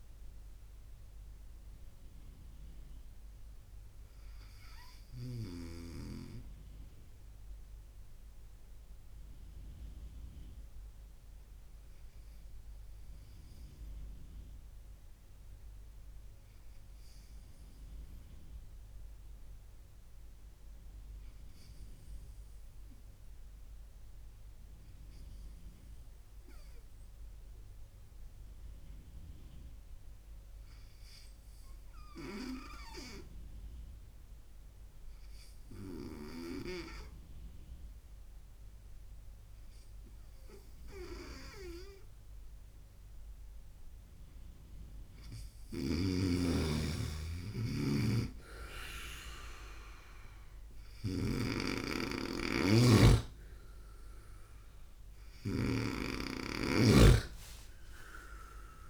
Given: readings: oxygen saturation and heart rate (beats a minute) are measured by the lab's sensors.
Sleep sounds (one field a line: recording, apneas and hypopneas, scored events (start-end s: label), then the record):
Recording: breathing in sleep by a room microphone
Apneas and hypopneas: 1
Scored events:
3.50-42.00 s: obstructive apnea (oxygen 100% before, 96% lowest, heart rate 64 before, 57 extreme, up 0 after)
47.50-58.90 s: snoring (device-marked)
49.50-58.90 s: oxygen desaturation (device-marked, oxygen 99% before, 96% lowest, heart rate 68 before, 57 extreme)
52.50-57.00 s: arousal
From the record:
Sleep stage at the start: N2 (light sleep)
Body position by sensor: on the right side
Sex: male